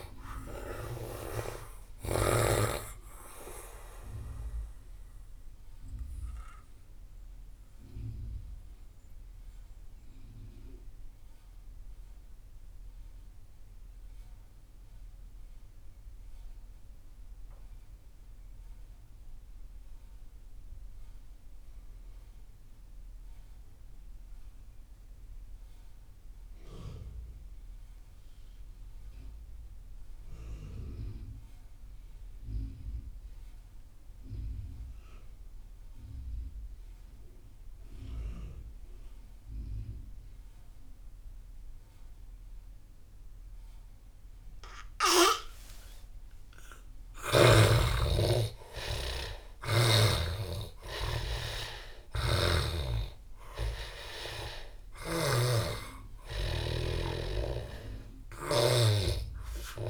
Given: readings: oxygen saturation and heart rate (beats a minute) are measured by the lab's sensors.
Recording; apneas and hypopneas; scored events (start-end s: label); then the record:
breathing in sleep by a room microphone; 1
0.00-2.00 s: snoring (device-marked)
0.00-19.50 s: oxygen desaturation (device-marked, oxygen 74% lowest)
7.50-45.50 s: mixed apnea (oxygen 97% before, 71% lowest)
34.50-59.90 s: oxygen desaturation (device-marked, oxygen 97% before, 71% lowest)
47.00-51.00 s: arousal
51.50-58.50 s: snoring (device-marked)
From the record:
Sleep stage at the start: N2 (light sleep); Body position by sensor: on the back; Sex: male